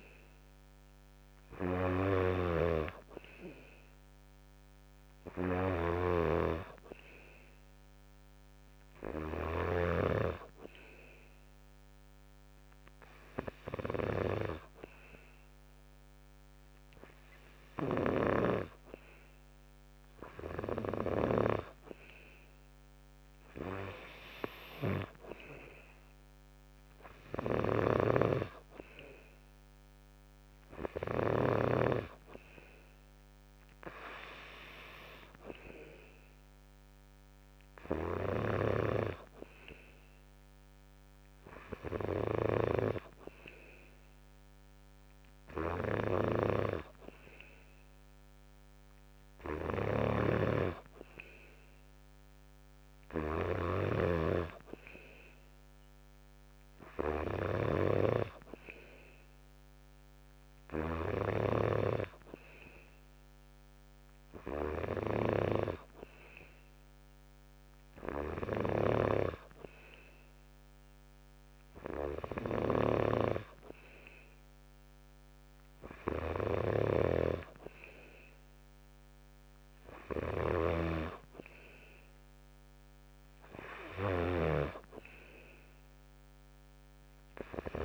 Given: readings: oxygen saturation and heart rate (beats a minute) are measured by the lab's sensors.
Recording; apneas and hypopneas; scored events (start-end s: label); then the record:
breathing in sleep by a microphone on the trachea; none
0.00-9.50 s: snoring (device-marked)
27.00-31.00 s: snoring (device-marked)
38.00-87.85 s: snoring (device-marked)
From the record:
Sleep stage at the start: N2 (light sleep); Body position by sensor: on the back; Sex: male